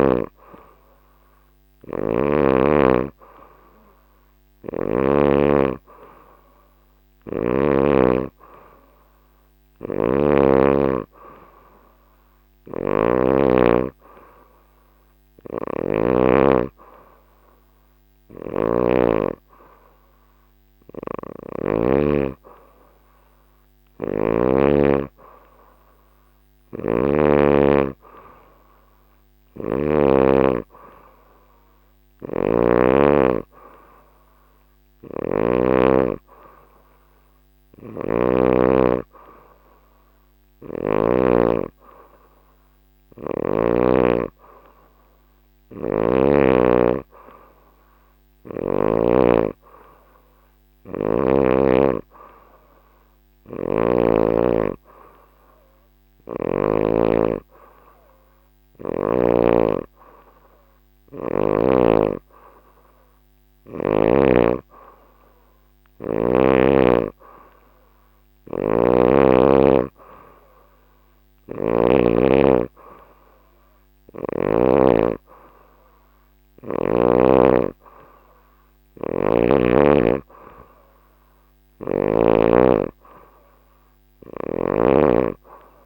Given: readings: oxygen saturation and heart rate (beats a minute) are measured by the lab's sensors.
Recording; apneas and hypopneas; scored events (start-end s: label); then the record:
breathing in sleep by a microphone on the trachea; none
0.00-2.00 s: snoring (device-marked)
6.50-13.00 s: snoring (device-marked)
15.00-21.50 s: snoring (device-marked)
26.00-32.50 s: snoring (device-marked)
34.50-38.00 s: snoring (device-marked)
42.50-46.00 s: snoring (device-marked)
53.00-56.50 s: snoring (device-marked)
78.50-82.00 s: snoring (device-marked)
From the record:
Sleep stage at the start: N3 (deep sleep); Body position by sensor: on the back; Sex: female